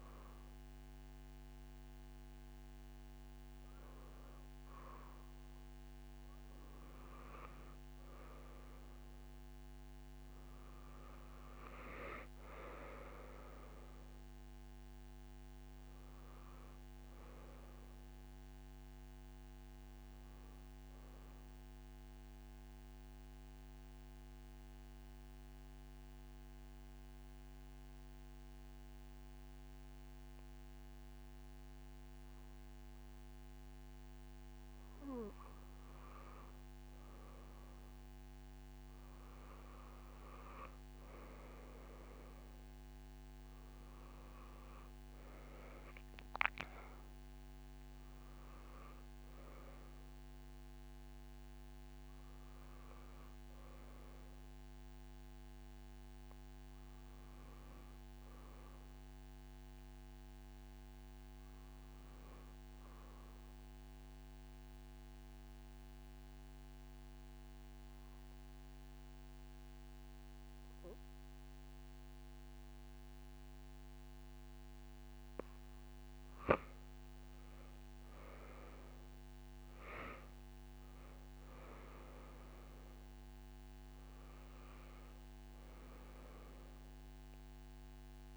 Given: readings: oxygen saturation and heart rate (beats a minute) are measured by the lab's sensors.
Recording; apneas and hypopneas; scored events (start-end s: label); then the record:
breathing in sleep, hard to hear, by a microphone on the trachea; 2
11.50-23.50 s: oxygen desaturation (device-marked, oxygen 97% before, 93% lowest)
13.00-17.50 s: arousal
22.00-32.00 s: central apnea (oxygen 97% before, 91% lowest)
35.00-38.50 s: arousal
40.50-56.50 s: oxygen desaturation (device-marked, oxygen 97% before, 92% lowest)
57.50-61.00 s: arousal
64.00-75.50 s: hypopnea (oxygen 97% before, 90% lowest)
75.50-88.37 s: oxygen desaturation (device-marked, oxygen 96% before, 90% lowest)
77.00-81.00 s: arousal
From the record:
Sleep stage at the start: N2 (light sleep); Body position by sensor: on the back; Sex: female